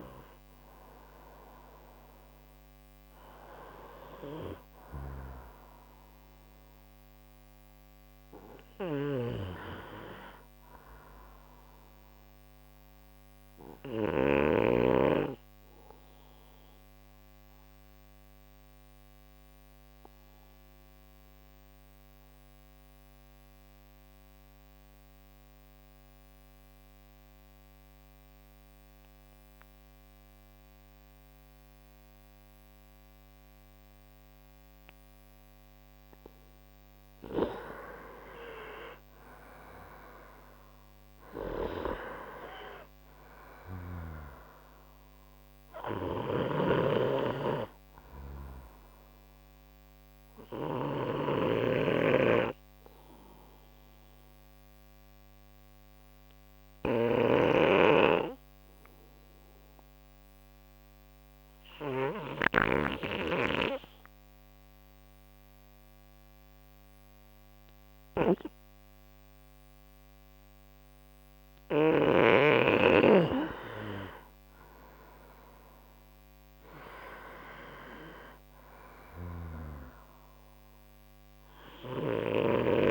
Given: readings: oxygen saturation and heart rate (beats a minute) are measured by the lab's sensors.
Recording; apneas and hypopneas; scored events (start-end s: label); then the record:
breathing in sleep by a microphone on the trachea; 2
9.50-27.50 s: oxygen desaturation (device-marked, oxygen 95% before, 90% lowest, heart rate 72 before, 64 extreme)
15.00-36.50 s: obstructive apnea (oxygen 97% before, 89% lowest, heart rate 71 before, 64 extreme, up 5 after)
39.50-43.00 s: arousal
46.50-58.00 s: snoring (device-marked)
50.50-72.50 s: obstructive apnea (oxygen 96% before, 89% lowest, heart rate 71 before, 65 extreme, up 5 after)
59.50-74.50 s: oxygen desaturation (device-marked, oxygen 94% before, 89% lowest, heart rate 70 before, 65 extreme)
75.00-80.00 s: arousal
From the record:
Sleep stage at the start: N2 (light sleep); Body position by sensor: on the right side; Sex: male